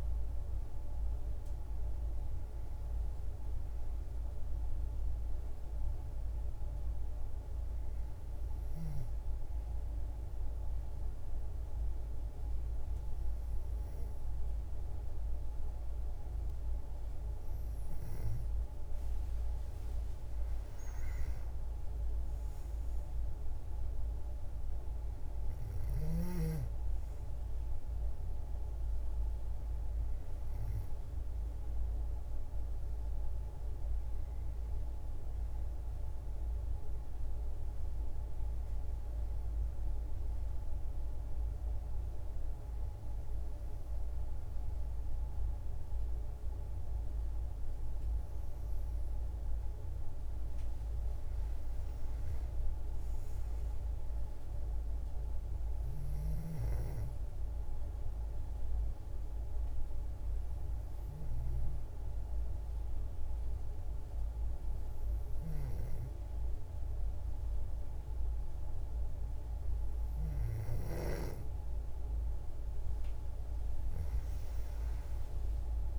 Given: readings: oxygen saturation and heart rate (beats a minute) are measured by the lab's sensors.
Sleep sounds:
breathing in sleep, hard to hear, by a room microphone; 2
0.00-1.00 s: arousal
5.00-17.00 s: hypopnea (oxygen 95% before, 93% lowest, heart rate 83 before, 54 extreme, up 29 after)
19.00-23.00 s: arousal
51.00-54.00 s: arousal
55.50-71.00 s: hypopnea (oxygen 96% before, 93% lowest, heart rate 71 before, 52 extreme, up 7 after)
74.00-75.99 s: arousal
From the record:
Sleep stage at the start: N2 (light sleep); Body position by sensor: on the back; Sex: female

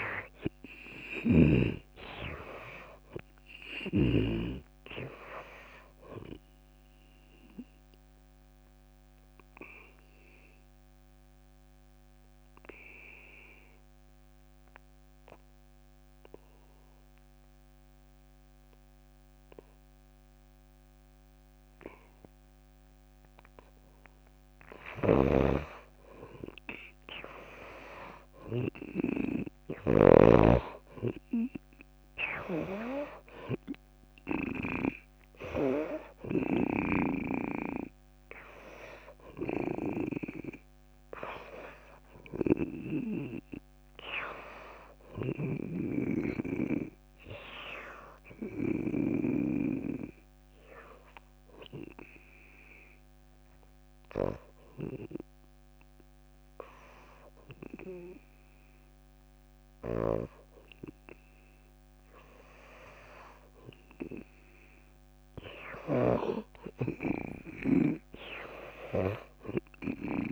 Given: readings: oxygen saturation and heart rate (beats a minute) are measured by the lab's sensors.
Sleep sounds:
breathing in sleep by a microphone on the trachea; 2
0.00-11.00 s: oxygen desaturation (device-marked, oxygen 82% lowest)
7.50-24.00 s: obstructive apnea (oxygen 97% before, 82% lowest)
25.00-35.00 s: snoring (device-marked)
26.50-29.50 s: arousal
32.00-47.00 s: oxygen desaturation (device-marked, oxygen 98% before, 89% lowest)
45.50-48.50 s: arousal
45.50-49.50 s: snoring (device-marked)
50.00-63.50 s: obstructive apnea (oxygen 98% before, 88% lowest)
66.00-70.32 s: oxygen desaturation (device-marked, oxygen 96% before, 92% lowest)
66.50-70.32 s: arousal
From the record:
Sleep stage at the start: N2 (light sleep); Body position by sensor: on the back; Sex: female

